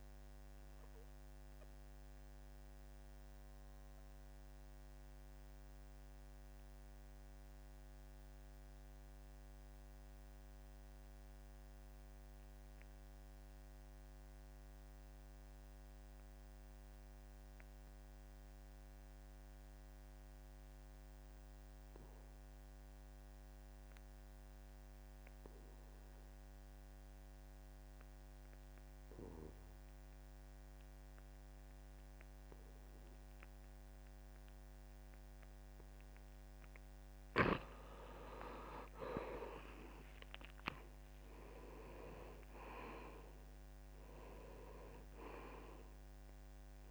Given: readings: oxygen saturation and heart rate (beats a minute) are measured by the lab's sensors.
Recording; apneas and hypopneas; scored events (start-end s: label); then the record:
breathing in sleep by a microphone on the trachea; 1
0.00-11.00 s: oxygen desaturation (device-marked, oxygen 76% lowest, heart rate 65 extreme)
0.50-36.50 s: obstructive apnea (oxygen 94% before, 74% lowest, heart rate 74 before, 65 extreme, up 19 after)
20.00-46.91 s: oxygen desaturation (device-marked, oxygen 96% before, 74% lowest, heart rate 68 before, 66 extreme)
39.00-42.50 s: arousal
42.50-44.50 s: long interval between heartbeats (device-marked, heart rate 74 before, 89 extreme)
From the record:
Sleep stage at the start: N2 (light sleep); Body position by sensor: on the back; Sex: male